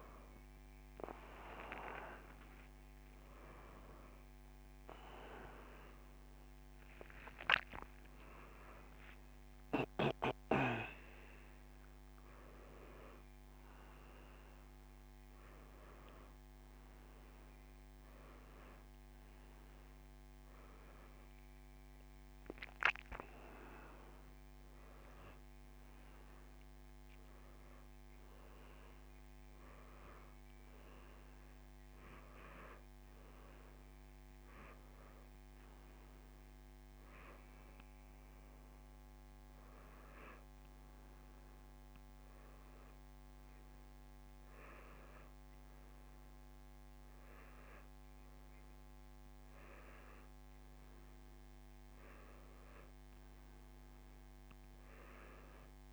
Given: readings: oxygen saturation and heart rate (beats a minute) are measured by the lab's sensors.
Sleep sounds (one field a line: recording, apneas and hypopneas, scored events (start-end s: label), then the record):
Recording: a person awake in a sleep study, by a microphone on the trachea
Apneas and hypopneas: none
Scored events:
31.50-55.93 s: new sleep stage, N2 (light sleep)
From the record:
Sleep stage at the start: awake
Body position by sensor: on the back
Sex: male